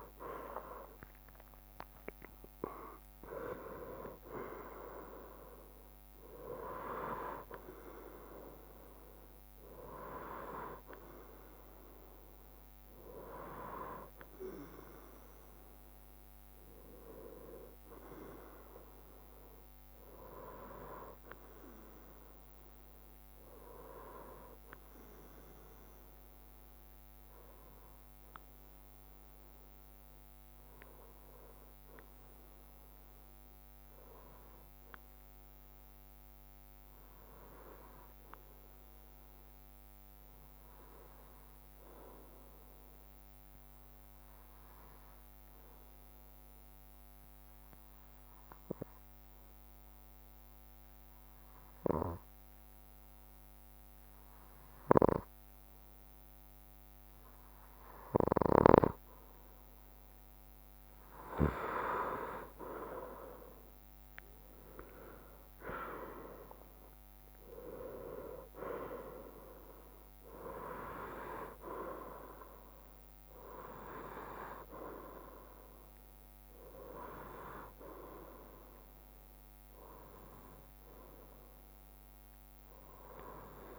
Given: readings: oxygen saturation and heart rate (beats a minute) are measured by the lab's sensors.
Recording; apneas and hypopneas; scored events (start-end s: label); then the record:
breathing in sleep by a microphone on the trachea; 1
0.00-8.00 s: drop in pulse transit time (device-marked, heart rate 63 extreme)
0.50-4.00 s: arousal
43.50-57.00 s: obstructive apnea (oxygen 97% before, 93% lowest, heart rate 66 before, 62 extreme, up 2 after)
61.00-75.00 s: drop in pulse transit time (device-marked, heart rate 64 before, 62 extreme)
63.50-67.00 s: arousal
From the record:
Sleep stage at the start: N2 (light sleep); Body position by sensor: on the right side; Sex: male